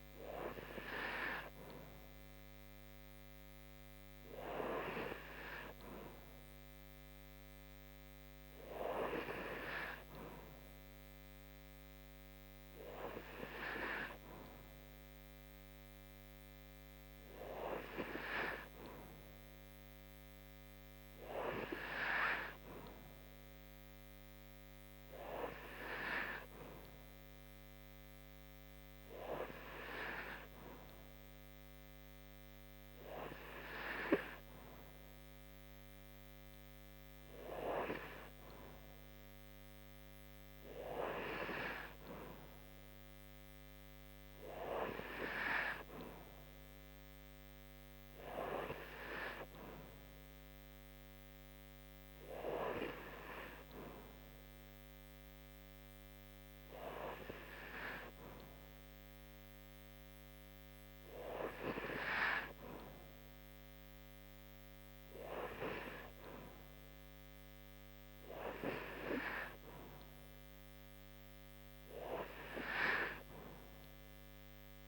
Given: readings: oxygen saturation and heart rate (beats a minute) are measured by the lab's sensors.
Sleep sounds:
breathing in sleep by a microphone on the trachea; none
none scored
From the record:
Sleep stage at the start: N2 (light sleep); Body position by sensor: on the right side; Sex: female

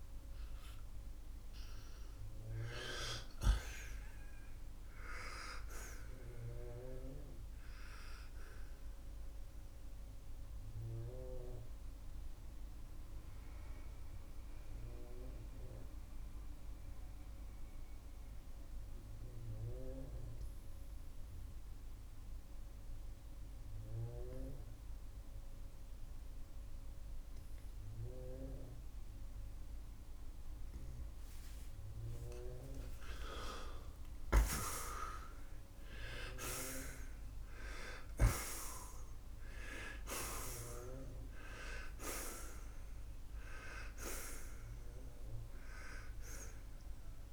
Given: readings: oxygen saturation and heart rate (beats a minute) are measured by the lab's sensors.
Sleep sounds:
breathing in sleep by a room microphone; 1
0.00-1.50 s: arousal
8.50-31.50 s: obstructive apnea (oxygen 96% before, 85% lowest, heart rate 79 before, 67 extreme, up 28 after)
14.50-33.50 s: oxygen desaturation (device-marked, oxygen 93% before, 88% lowest, heart rate 81 before, 67 extreme)
33.50-37.50 s: arousal
From the record:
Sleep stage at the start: N2 (light sleep); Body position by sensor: on the right side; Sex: male

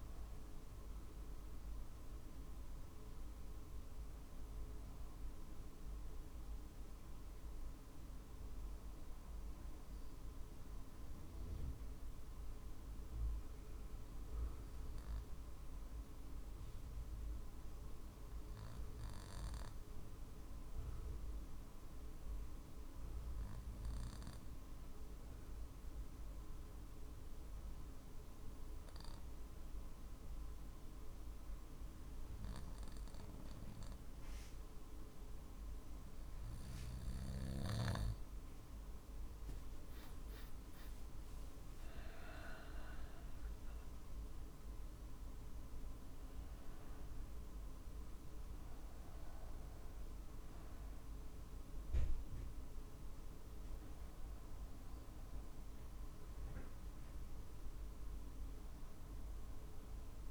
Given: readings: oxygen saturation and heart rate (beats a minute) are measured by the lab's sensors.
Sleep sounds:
breathing in sleep, hard to hear, by a room microphone; 1
3.00-21.00 s: oxygen desaturation (device-marked, oxygen 95% before, 92% lowest, heart rate 46 before, 47 extreme)
5.50-39.50 s: obstructive apnea (oxygen 95% before, 92% lowest, heart rate 46 before, 47 extreme, up 4 after)
41.50-46.50 s: arousal
From the record:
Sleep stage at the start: N2 (light sleep); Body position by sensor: on the back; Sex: male

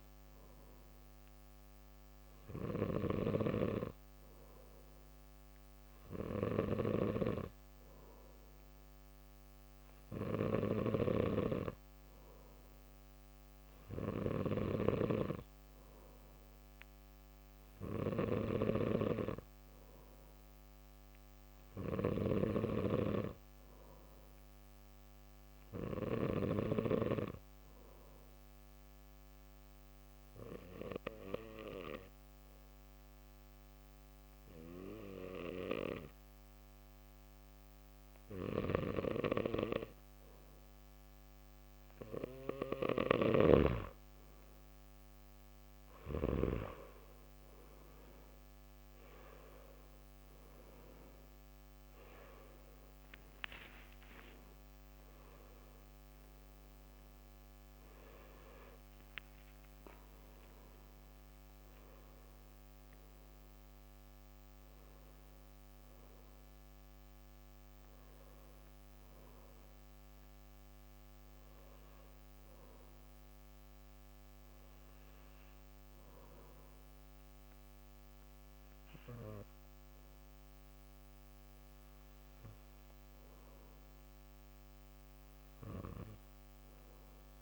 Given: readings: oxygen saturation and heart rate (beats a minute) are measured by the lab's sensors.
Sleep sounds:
breathing in sleep by a microphone on the trachea; 1
21.50-26.00 s: snoring (device-marked)
25.00-41.00 s: obstructive apnea (oxygen 96% before, 94% lowest, heart rate 129 before, 102 extreme, up 23 after)
42.50-46.00 s: snoring (device-marked)
53.50-59.50 s: arousal
From the record:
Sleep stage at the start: N2 (light sleep); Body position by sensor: on the back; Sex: male

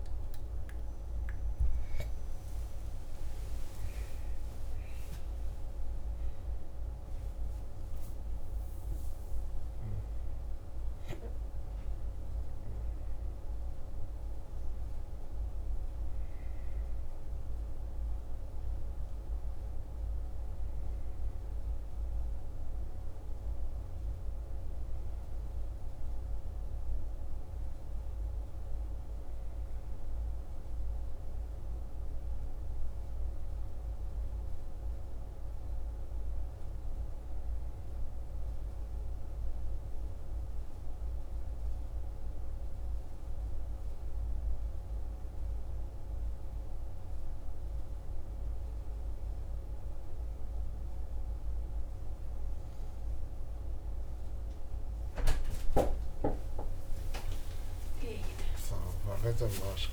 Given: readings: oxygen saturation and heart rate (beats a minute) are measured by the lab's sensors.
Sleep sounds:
a person partly awake in a sleep study, by a room microphone; 1
0.00-1.00 s: oxygen desaturation (device-marked, oxygen 84% lowest, heart rate 57 extreme)
26.00-56.00 s: new sleep stage, N1 (lightest sleep)
44.00-55.00 s: hypopnea
56.00-59.93 s: new sleep stage, awake
From the record:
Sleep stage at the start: awake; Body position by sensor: on the left side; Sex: male

